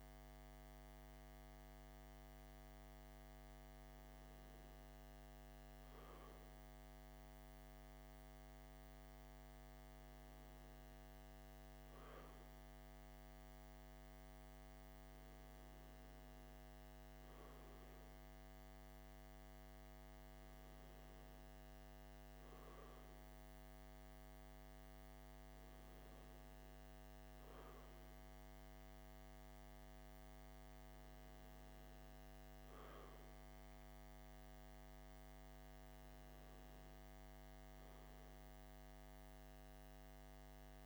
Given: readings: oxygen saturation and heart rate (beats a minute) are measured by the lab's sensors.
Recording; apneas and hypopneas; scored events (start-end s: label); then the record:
breathing in sleep, hard to hear, by a microphone on the trachea; none
none scored
From the record:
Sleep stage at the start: N2 (light sleep); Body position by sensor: on the left side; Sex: male